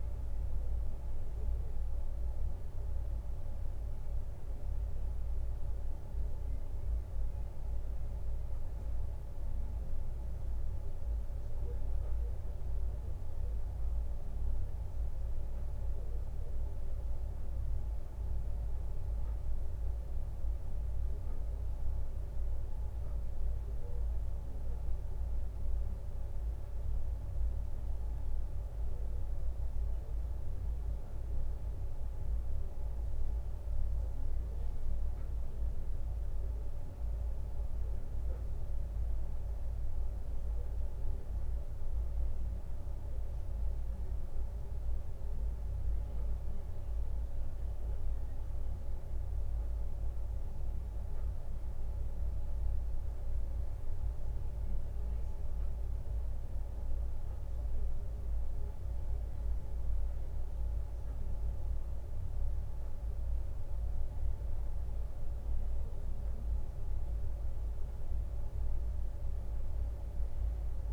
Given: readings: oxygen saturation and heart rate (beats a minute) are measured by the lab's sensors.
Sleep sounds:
breathing in sleep, hard to hear, by a room microphone; none
none scored
From the record:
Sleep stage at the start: N2 (light sleep); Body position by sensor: on the right side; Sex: male

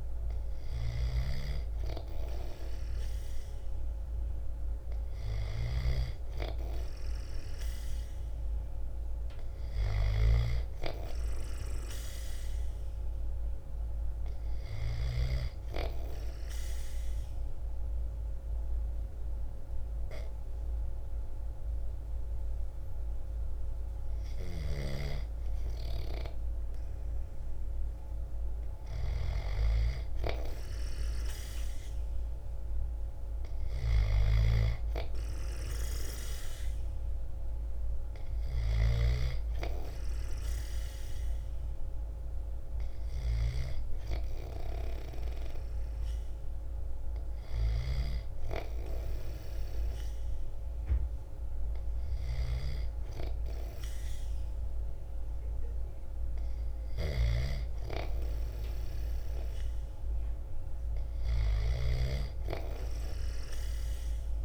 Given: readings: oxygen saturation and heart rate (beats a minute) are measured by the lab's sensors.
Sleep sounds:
breathing in sleep by a room microphone; 1
0.00-14.50 s: snoring (device-marked)
7.50-11.50 s: arousal
15.50-25.50 s: obstructive apnea (oxygen 93% before, 89% lowest, heart rate 56 before, 54 extreme)
29.00-32.50 s: arousal
33.00-64.45 s: snoring (device-marked)
49.00-64.45 s: oxygen desaturation (device-marked, oxygen 93% before, 89% lowest, heart rate 57 before, 55 extreme)
From the record:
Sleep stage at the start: N2 (light sleep); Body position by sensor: on the back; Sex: male

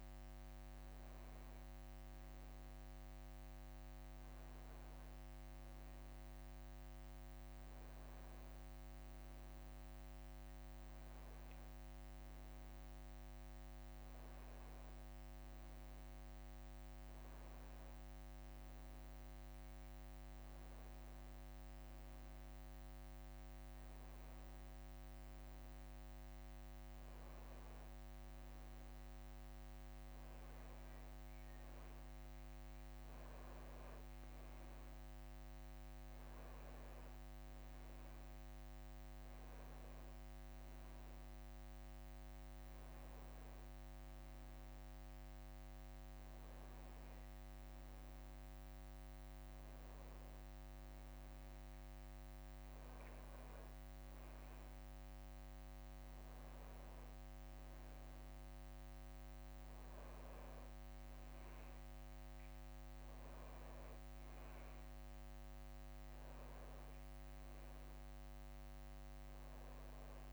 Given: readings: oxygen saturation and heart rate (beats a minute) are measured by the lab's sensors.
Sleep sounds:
breathing in sleep, hard to hear, by a microphone on the trachea; none
none scored
From the record:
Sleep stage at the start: N2 (light sleep); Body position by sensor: on the back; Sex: male

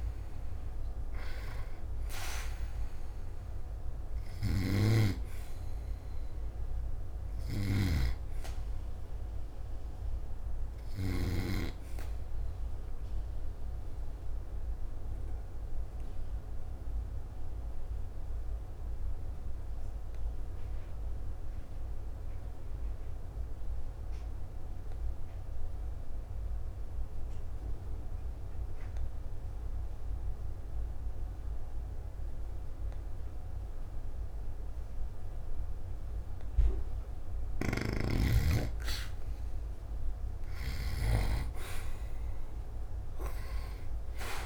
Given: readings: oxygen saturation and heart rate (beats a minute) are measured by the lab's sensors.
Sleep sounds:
breathing in sleep by a room microphone; 1
0.00-5.00 s: oxygen desaturation (device-marked, oxygen 98% before, 94% lowest, heart rate 53 before, 54 extreme)
4.00-11.50 s: snoring (device-marked)
13.50-36.50 s: obstructive apnea (oxygen 98% before, 91% lowest, heart rate 54 before, 49 extreme, up 0 after)
27.00-40.00 s: oxygen desaturation (device-marked, oxygen 96% before, 92% lowest, heart rate 55 before, 49 extreme)
37.50-41.00 s: snoring (device-marked)
41.50-44.46 s: arousal
From the record:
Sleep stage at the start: N2 (light sleep); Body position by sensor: on the back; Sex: male

